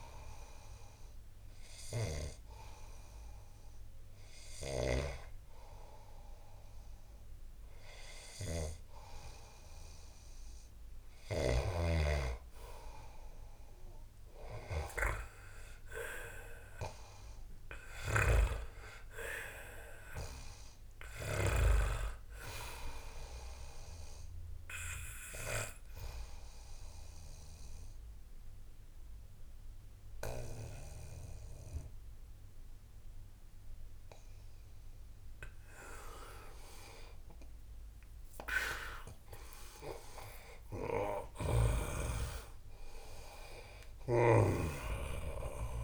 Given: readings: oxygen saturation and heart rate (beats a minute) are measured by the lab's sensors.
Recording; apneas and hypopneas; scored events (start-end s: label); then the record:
breathing in sleep by a room microphone; 2
0.00-9.00 s: oxygen desaturation (device-marked, oxygen 94% lowest, heart rate 74 extreme)
1.00-12.00 s: hypopnea (oxygen 98% before, 88% lowest, heart rate 92 before, 74 extreme, up 18 after)
15.00-18.00 s: arousal
18.00-34.00 s: oxygen desaturation (device-marked, oxygen 95% before, 91% lowest, heart rate 80 before, 78 extreme)
23.00-35.50 s: obstructive apnea (oxygen 97% before, 88% lowest, heart rate 81 before, 78 extreme, up 11 after)
37.00-41.50 s: arousal
41.00-45.84 s: oxygen desaturation (device-marked, oxygen 96% before, 88% lowest, heart rate 82 before, 76 extreme)
44.00-45.84 s: snoring (device-marked)
From the record:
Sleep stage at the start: N2 (light sleep); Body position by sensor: on the back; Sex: male